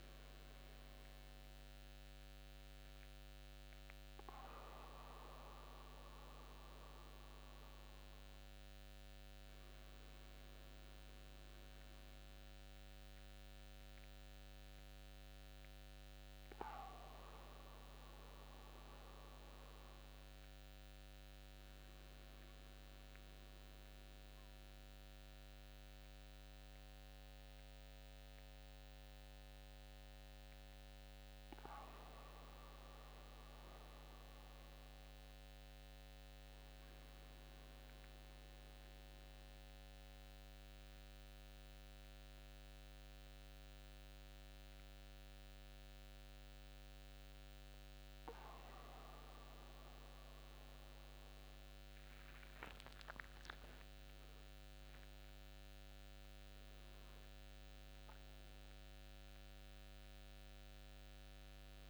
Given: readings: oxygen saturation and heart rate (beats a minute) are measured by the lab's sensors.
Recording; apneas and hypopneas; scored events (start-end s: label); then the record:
breathing in sleep, hard to hear, by a microphone on the trachea; none
48.50-52.50 s: arousal
From the record:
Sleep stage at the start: N2 (light sleep); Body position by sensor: on the back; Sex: male